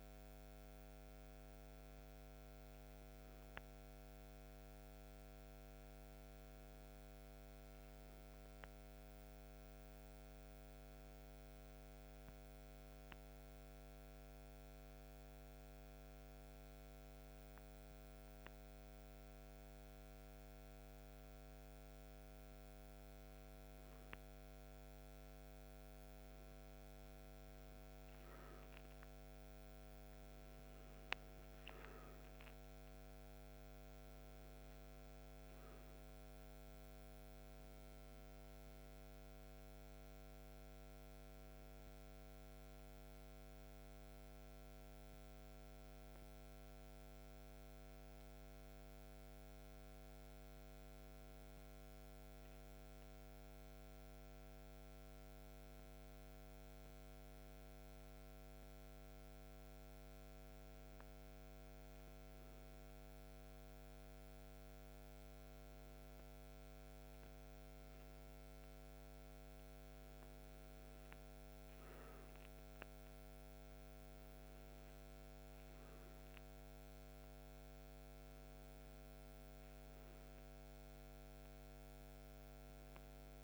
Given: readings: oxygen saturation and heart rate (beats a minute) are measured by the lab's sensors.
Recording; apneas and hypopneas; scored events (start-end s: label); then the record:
breathing in sleep, hard to hear, by a microphone on the trachea; none
none scored
From the record:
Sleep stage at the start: N2 (light sleep); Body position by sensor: on the left side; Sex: male